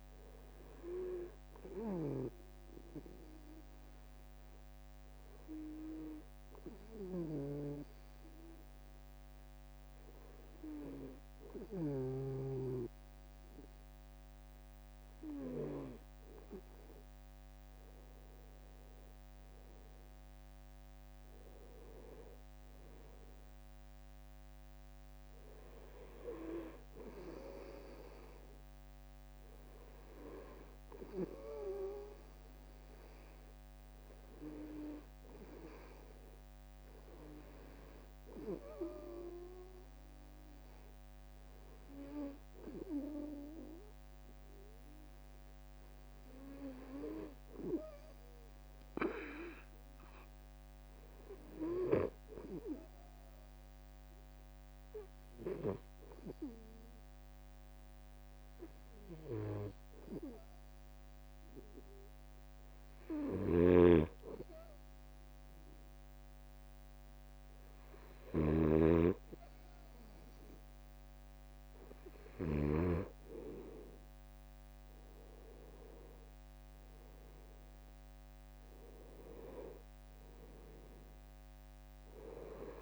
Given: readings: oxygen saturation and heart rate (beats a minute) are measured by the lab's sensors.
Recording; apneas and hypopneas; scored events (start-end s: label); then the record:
breathing in sleep by a microphone on the trachea; 2
1.50-12.00 s: snoring (device-marked)
2.00-16.50 s: obstructive apnea (oxygen 95% before, 91% lowest, heart rate 68 before, 62 extreme, up 10 after)
18.50-22.50 s: arousal
52.50-68.50 s: obstructive apnea (oxygen 95% before, 91% lowest, heart rate 67 before, 66 extreme, up 5 after)
63.00-72.50 s: snoring (device-marked)
70.00-72.50 s: arousal
From the record:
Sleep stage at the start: N2 (light sleep); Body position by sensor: on the right side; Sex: male